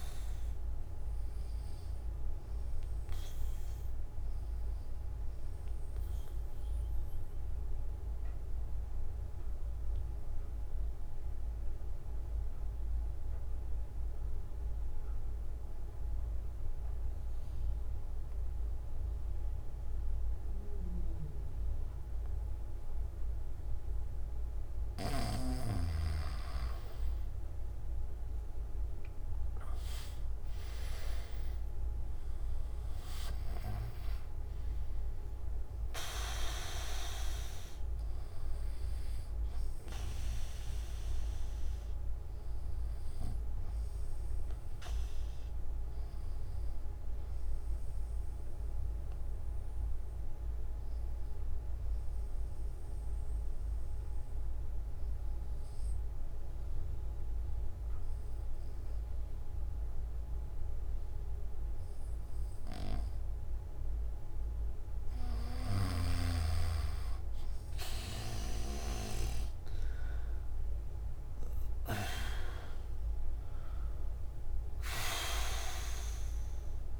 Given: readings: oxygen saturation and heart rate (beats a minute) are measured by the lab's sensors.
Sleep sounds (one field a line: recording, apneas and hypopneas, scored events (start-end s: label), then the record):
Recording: breathing in sleep by a room microphone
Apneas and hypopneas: 2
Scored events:
2.50-25.00 s: obstructive apnea (oxygen 99% before, 94% lowest, heart rate 42 before, 56 extreme, up 15 after)
5.50-13.50 s: oxygen desaturation (device-marked, oxygen 98% before, 94% lowest, heart rate 37 before, 56 extreme)
31.50-54.50 s: oxygen desaturation (device-marked, oxygen 100% before, 94% lowest, heart rate 102 before, 57 extreme)
48.00-63.00 s: obstructive apnea (oxygen 100% before, 94% lowest, heart rate 82 before, 38 extreme)
65.50-69.00 s: snoring (device-marked)
74.50-77.00 s: oxygen desaturation (device-marked, oxygen 99% before, 94% lowest)
From the record:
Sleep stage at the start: N3 (deep sleep)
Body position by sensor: on the back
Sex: male